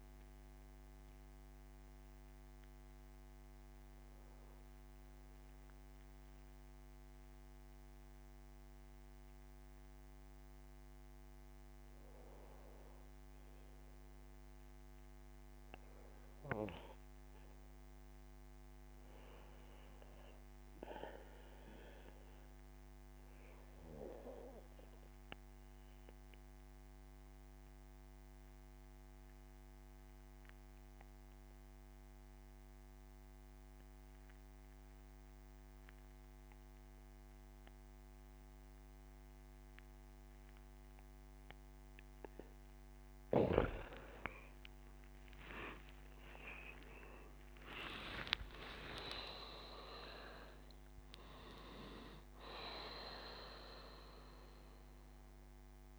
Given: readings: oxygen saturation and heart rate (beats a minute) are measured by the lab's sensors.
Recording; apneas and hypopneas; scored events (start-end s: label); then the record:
breathing in sleep by a microphone on the trachea; 1
0.00-18.00 s: oxygen desaturation (device-marked, oxygen 92% lowest, heart rate 68 extreme)
18.50-22.00 s: arousal
24.50-41.50 s: obstructive apnea (oxygen 99% before, 89% lowest, heart rate 75 before, 72 extreme, up 18 after)
41.00-55.99 s: oxygen desaturation (device-marked, oxygen 97% before, 89% lowest, heart rate 75 before, 70 extreme)
43.50-47.50 s: arousal
From the record:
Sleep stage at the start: N2 (light sleep); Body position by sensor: on the back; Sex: male